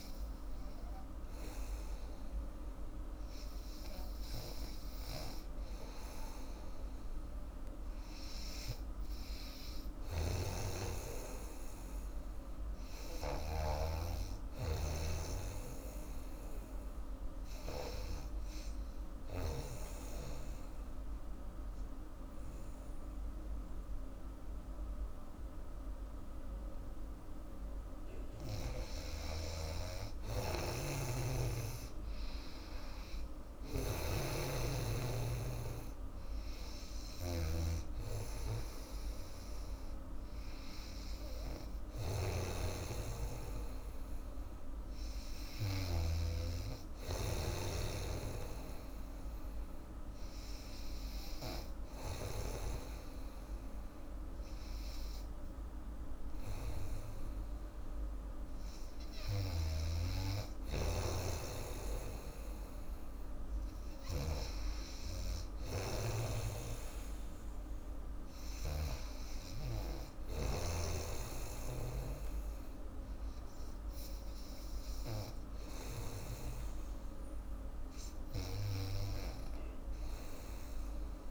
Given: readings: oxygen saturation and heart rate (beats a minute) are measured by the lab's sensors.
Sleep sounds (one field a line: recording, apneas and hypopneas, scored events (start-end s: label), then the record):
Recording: breathing in sleep by a room microphone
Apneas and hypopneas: 1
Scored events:
10.00-13.50 s: snoring (device-marked)
19.00-29.50 s: obstructive apnea (oxygen 96% before, 92% lowest, heart rate 84 before, 70 extreme, up 18 after)
30.00-34.00 s: arousal
33.50-46.00 s: snoring (device-marked)
48.00-52.50 s: snoring (device-marked)
59.50-69.00 s: snoring (device-marked)
79.00-81.31 s: arousal
From the record:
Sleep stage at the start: N2 (light sleep)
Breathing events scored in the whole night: 298 in 3.7 hours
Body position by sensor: on the back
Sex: female